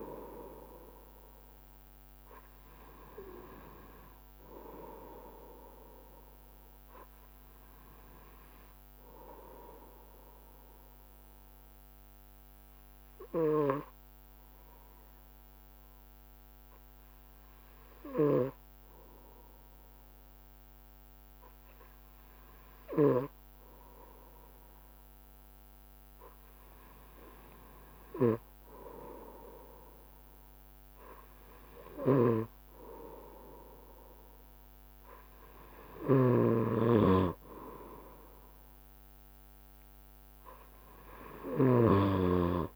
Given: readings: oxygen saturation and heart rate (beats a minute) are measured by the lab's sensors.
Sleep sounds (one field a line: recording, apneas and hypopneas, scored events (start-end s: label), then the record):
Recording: breathing in sleep by a microphone on the trachea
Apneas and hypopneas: 1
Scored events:
6.50-33.00 s: obstructive apnea (oxygen 96% before, 94% lowest, heart rate 68 before, 66 extreme, up 4 after)
32.00-42.00 s: snoring (device-marked)
35.00-38.00 s: arousal
From the record:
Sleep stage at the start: N2 (light sleep)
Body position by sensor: on the right side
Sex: male